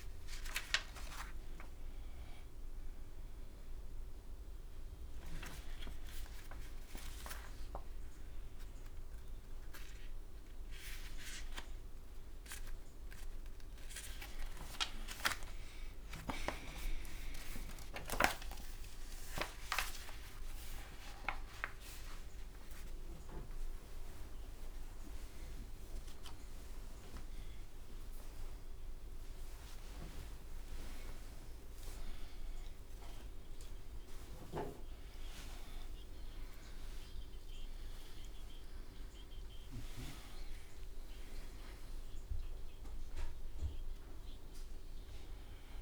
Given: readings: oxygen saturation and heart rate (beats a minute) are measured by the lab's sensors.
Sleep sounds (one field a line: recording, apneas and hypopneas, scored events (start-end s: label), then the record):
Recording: a person awake in a sleep study, by a room microphone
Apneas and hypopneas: none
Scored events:
0.00-1.50 s: long interval between heartbeats (device-marked, heart rate 57 extreme)
0.00-4.00 s: drop in pulse transit time (device-marked, heart rate 49 before, 50 extreme)
15.50-17.50 s: long interval between heartbeats (device-marked, heart rate 57 before, 76 extreme)
29.00-37.00 s: tachycardia (device-marked, heart rate 42 before, 132 extreme)
30.00-32.00 s: long interval between heartbeats (device-marked, heart rate 73 before, 89 extreme)
32.00-34.00 s: long interval between heartbeats (device-marked, heart rate 74 before, 116 extreme)
34.00-36.00 s: long interval between heartbeats (device-marked, heart rate 78 before, 130 extreme)
38.00-45.82 s: drop in pulse transit time (device-marked, heart rate 88 before, 77 extreme)
38.50-40.50 s: long interval between heartbeats (device-marked, heart rate 88 before, 105 extreme)
From the record:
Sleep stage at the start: awake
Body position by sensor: on the right side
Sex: male